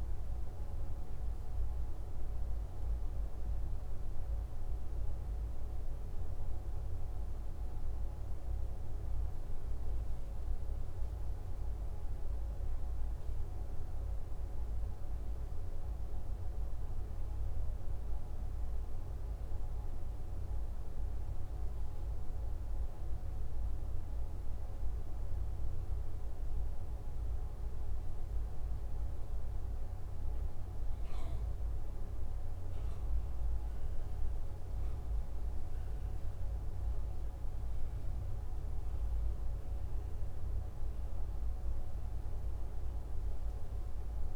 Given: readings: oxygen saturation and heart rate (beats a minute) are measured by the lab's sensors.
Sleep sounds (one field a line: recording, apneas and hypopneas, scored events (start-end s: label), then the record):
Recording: breathing in sleep, hard to hear, by a room microphone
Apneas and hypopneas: none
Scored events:
34.50-38.50 s: arousal
From the record:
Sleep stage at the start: N2 (light sleep)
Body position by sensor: on the back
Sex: male